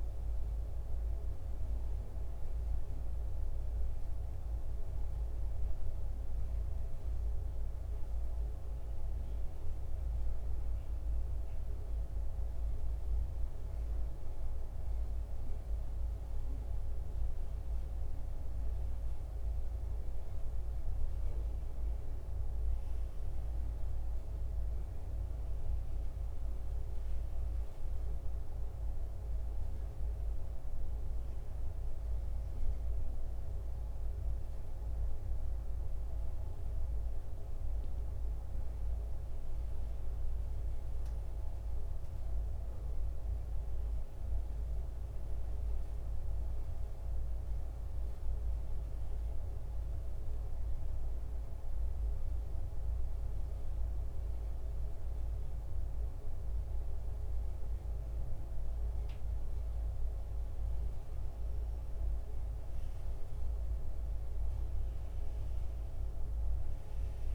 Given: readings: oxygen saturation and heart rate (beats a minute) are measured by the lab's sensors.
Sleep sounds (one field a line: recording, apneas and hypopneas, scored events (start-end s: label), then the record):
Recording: breathing in sleep, hard to hear, by a room microphone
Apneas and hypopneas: 2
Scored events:
2.50-14.50 s: hypopnea (oxygen 93% before, 90% lowest, heart rate 79 before, 70 extreme, up 10 after)
17.50-22.50 s: arousal
23.50-39.50 s: oxygen desaturation (device-marked, oxygen 93% before, 90% lowest, heart rate 75 before, 70 extreme)
41.00-45.50 s: arousal
49.00-60.00 s: central apnea (oxygen 93% before, 87% lowest, heart rate 77 before, 70 extreme, up 9 after)
60.50-66.00 s: arousal
From the record:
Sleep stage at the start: N2 (light sleep)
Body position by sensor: on the back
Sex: male